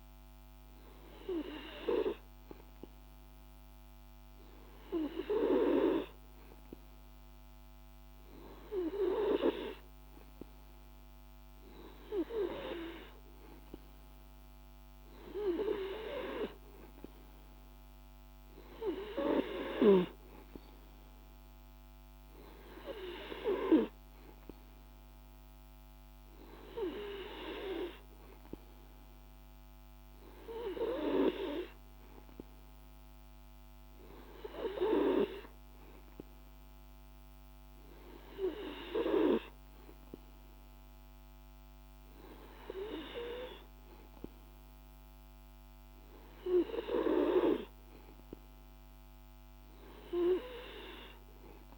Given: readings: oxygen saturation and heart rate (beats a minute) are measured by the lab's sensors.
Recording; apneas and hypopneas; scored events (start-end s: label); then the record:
breathing in sleep by a microphone on the trachea; none
none scored
From the record:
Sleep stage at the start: N2 (light sleep); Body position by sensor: on the back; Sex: male